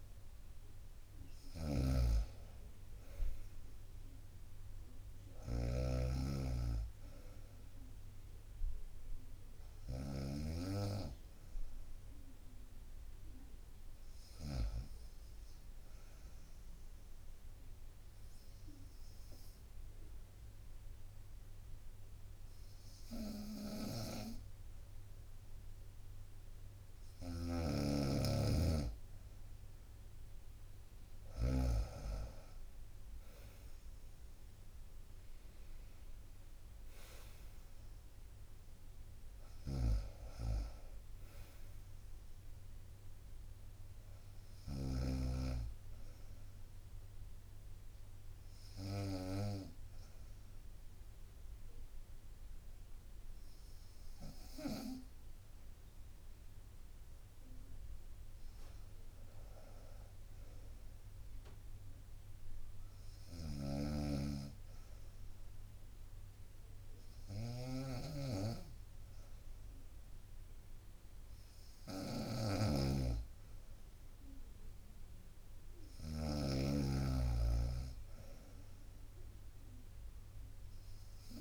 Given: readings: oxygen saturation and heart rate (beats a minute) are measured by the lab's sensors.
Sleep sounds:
breathing in sleep by a room microphone; 2
0.00-14.50 s: snoring (device-marked)
16.00-28.50 s: obstructive apnea (oxygen 95% before, 93% lowest, heart rate 66 before, 61 extreme, up 4 after)
23.50-31.50 s: snoring (device-marked)
30.00-33.50 s: arousal
31.50-44.50 s: drop in pulse transit time (device-marked, heart rate 64 before, 64 extreme)
39.50-55.00 s: snoring (device-marked)
49.00-59.00 s: obstructive apnea (oxygen 96% before, 93% lowest, heart rate 66 before, 61 extreme, up 4 after)
60.50-63.50 s: arousal
60.50-70.50 s: drop in pulse transit time (device-marked, heart rate 63 before, 64 extreme)
63.00-81.41 s: snoring (device-marked)
From the record:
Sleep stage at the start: N2 (light sleep); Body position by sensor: on the right side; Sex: female

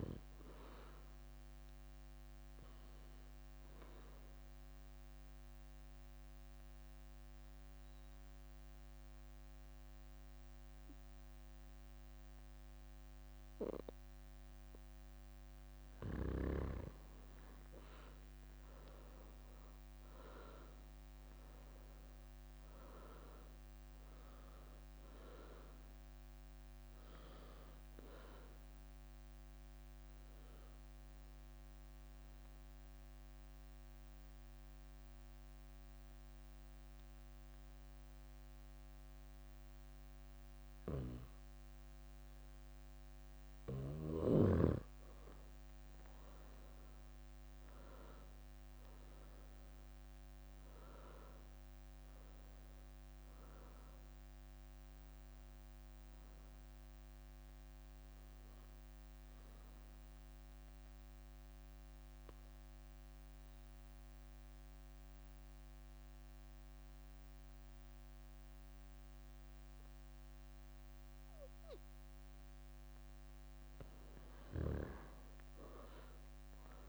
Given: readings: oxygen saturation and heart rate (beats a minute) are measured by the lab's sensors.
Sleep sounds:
breathing in sleep by a microphone on the trachea; 3
0.00-2.50 s: leg movement (device-marked)
0.00-14.50 s: oxygen desaturation (device-marked, oxygen 93% lowest, heart rate 57 extreme)
1.50-7.50 s: bradycardia (device-marked, heart rate 65 before, 58 extreme)
4.50-15.50 s: obstructive apnea (oxygen 98% before, 90% lowest, heart rate 65 before, 57 extreme, up 14 after)
16.50-20.00 s: leg movement (device-marked)
19.00-24.00 s: arousal
23.50-40.50 s: oxygen desaturation (device-marked, oxygen 97% before, 90% lowest, heart rate 63 before, 53 extreme)
27.50-36.50 s: bradycardia (device-marked, heart rate 65 before, 57 extreme)
29.50-43.00 s: obstructive apnea (oxygen 97% before, 90% lowest, heart rate 66 before, 53 extreme, up 13 after)
46.00-51.50 s: arousal
54.50-66.50 s: bradycardia (device-marked, heart rate 65 before, 53 extreme)
54.50-67.50 s: oxygen desaturation (device-marked, oxygen 98% before, 92% lowest, heart rate 64 before, 53 extreme)
55.50-72.00 s: obstructive apnea (oxygen 98% before, 90% lowest, heart rate 64 before, 53 extreme, up 17 after)
57.00-62.50 s: leg movement (device-marked)
From the record:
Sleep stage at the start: N2 (light sleep); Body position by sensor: on the back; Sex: female

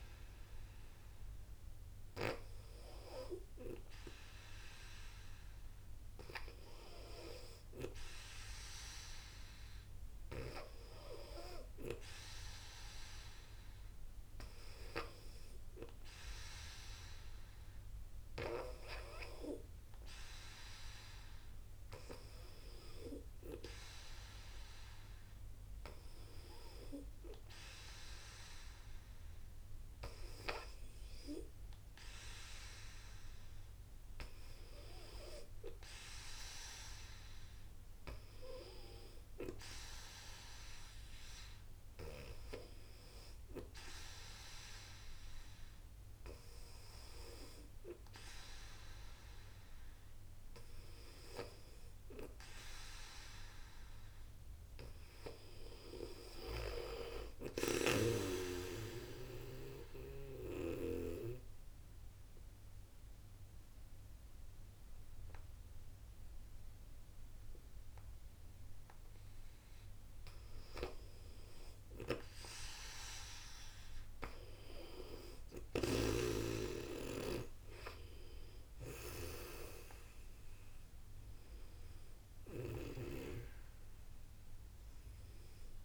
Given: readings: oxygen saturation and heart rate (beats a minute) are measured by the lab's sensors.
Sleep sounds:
breathing in sleep by a room microphone; 1
59.00-70.50 s: obstructive apnea (oxygen 95% before, 93% lowest, heart rate 67 before, 61 extreme, up 29 after)
74.50-79.00 s: arousal
From the record:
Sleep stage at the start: N2 (light sleep); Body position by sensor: on the back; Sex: female

